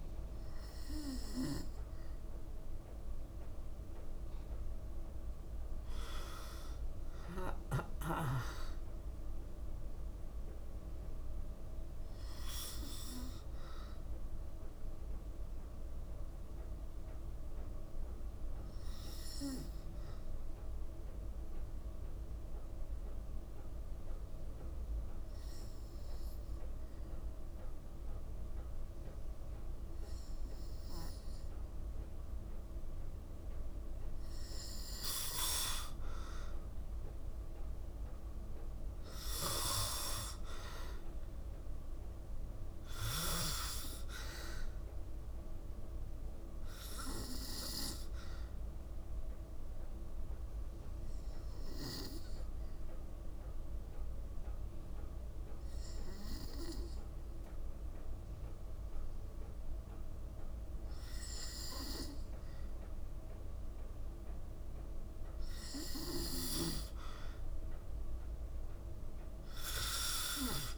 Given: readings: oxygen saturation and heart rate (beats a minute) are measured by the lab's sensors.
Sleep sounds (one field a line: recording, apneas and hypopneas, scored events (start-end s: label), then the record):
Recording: breathing in sleep by a room microphone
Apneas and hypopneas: 2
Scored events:
19.50-32.50 s: obstructive apnea (oxygen 97% before, 94% lowest, heart rate 55 before, 54 extreme, up 1 after)
35.50-39.50 s: arousal
50.50-63.50 s: hypopnea (oxygen 96% before, 94% lowest, heart rate 55 before, 54 extreme, up 1 after)
65.50-70.00 s: arousal
From the record:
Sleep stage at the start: N2 (light sleep)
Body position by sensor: on the back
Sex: female